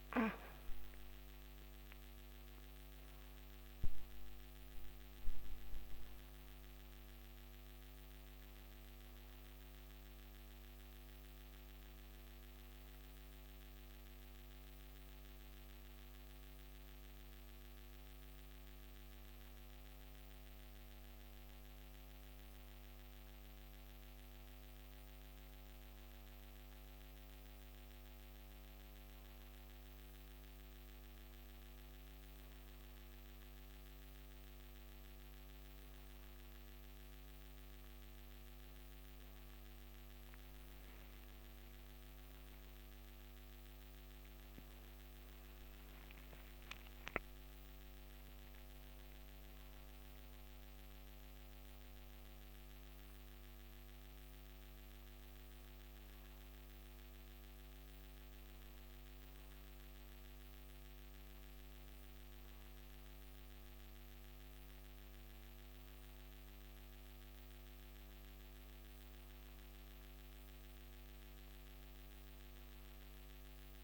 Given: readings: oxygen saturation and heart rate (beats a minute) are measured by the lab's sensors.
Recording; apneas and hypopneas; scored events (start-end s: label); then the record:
breathing in sleep, hard to hear, by a microphone on the trachea; none
0.00-4.50 s: arousal
39.00-43.50 s: arousal
From the record:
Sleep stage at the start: N1 (lightest sleep); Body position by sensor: on the back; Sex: female